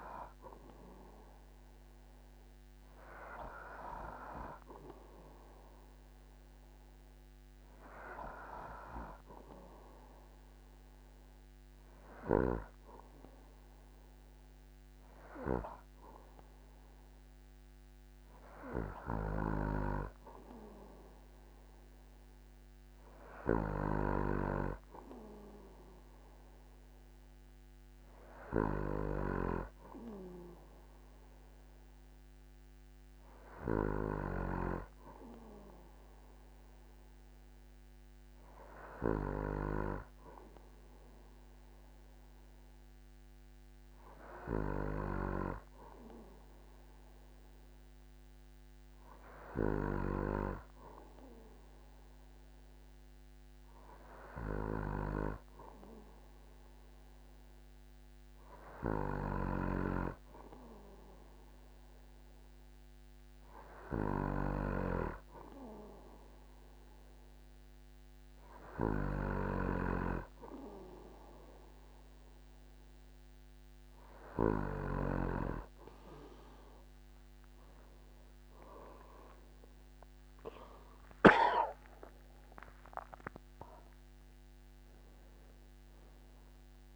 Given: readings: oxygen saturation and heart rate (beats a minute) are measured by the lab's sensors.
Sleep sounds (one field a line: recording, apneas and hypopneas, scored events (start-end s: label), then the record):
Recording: breathing in sleep by a microphone on the trachea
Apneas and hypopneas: none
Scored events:
0.00-14.50 s: oxygen desaturation (device-marked, oxygen 93% lowest, heart rate 48 extreme)
79.50-84.00 s: arousal
79.50-86.96 s: new sleep stage, N2 (light sleep)
From the record:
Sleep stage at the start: N3 (deep sleep)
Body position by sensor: on the back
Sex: male